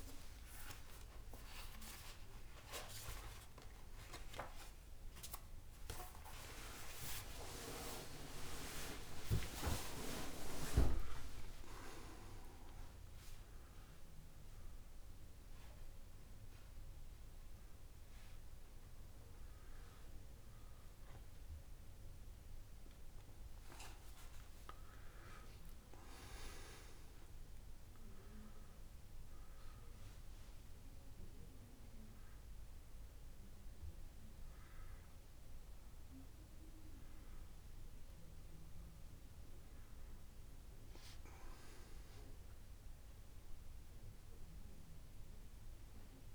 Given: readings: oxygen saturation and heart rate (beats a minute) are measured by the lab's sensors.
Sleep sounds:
a person awake in a sleep study, by a room microphone; none
26.00-28.00 s: long interval between heartbeats (device-marked)
28.00-46.35 s: new sleep stage, N2 (light sleep)
36.00-38.00 s: long interval between heartbeats (device-marked)
From the record:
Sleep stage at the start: awake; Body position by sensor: on the back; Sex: male

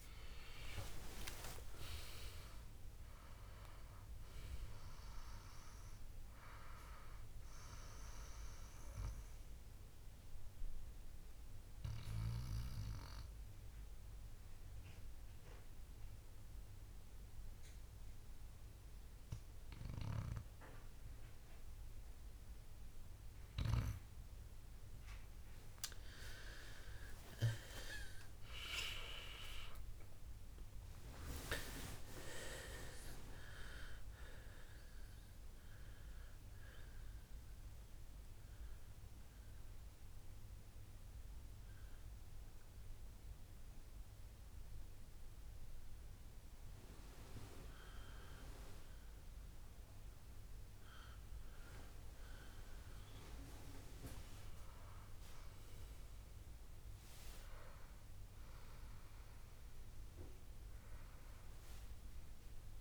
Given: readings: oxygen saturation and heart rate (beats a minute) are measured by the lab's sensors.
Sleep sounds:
breathing in sleep by a room microphone; 2
0.00-1.00 s: arousal
0.50-2.50 s: long interval between heartbeats (device-marked, heart rate 69 before, 82 extreme)
7.50-62.81 s: new sleep stage, N2 (light sleep)
8.50-25.50 s: obstructive apnea (oxygen 97% before, 93% lowest, heart rate 73 before, 61 extreme, up 16 after)
27.00-31.00 s: arousal
33.50-54.50 s: oxygen desaturation (device-marked, oxygen 97% before, 93% lowest, heart rate 68 before, 65 extreme)
35.50-52.00 s: obstructive apnea (oxygen 97% before, 93% lowest, heart rate 70 before, 65 extreme, up 5 after)
54.50-58.00 s: arousal
From the record:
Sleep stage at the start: N1 (lightest sleep); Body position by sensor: on the back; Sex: male

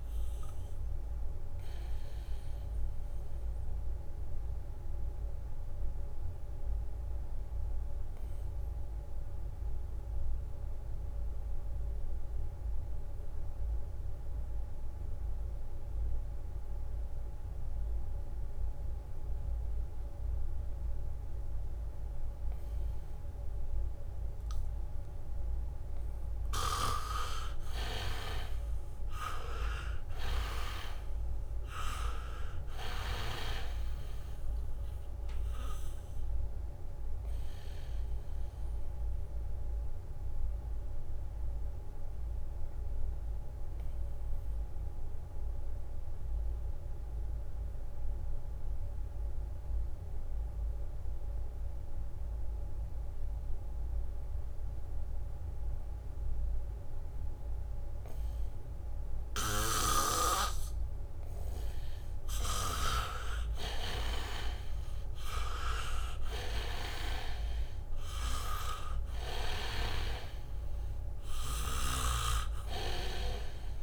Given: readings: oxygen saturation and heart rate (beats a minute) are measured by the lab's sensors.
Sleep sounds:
breathing in sleep by a room microphone; 2
0.00-3.00 s: leg movement (device-marked)
0.00-16.50 s: oxygen desaturation (device-marked, oxygen 78% lowest, heart rate 64 extreme)
2.50-24.50 s: obstructive apnea (oxygen 99% before, 78% lowest, heart rate 67 before, 64 extreme, up 0 after)
22.50-51.50 s: oxygen desaturation (device-marked, oxygen 98% before, 79% lowest, heart rate 72 before, 64 extreme)
24.50-28.50 s: leg movement (device-marked)
26.50-30.00 s: arousal
37.50-62.00 s: obstructive apnea (oxygen 98% before, 78% lowest, heart rate 68 before, 66 extreme, up 3 after)
59.50-73.83 s: oxygen desaturation (device-marked, oxygen 98% before, 79% lowest, heart rate 70 before, 64 extreme)
62.50-64.50 s: long interval between heartbeats (device-marked, heart rate 70 before, 66 extreme)
64.50-69.00 s: arousal
From the record:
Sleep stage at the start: N2 (light sleep); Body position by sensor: on the back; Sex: male

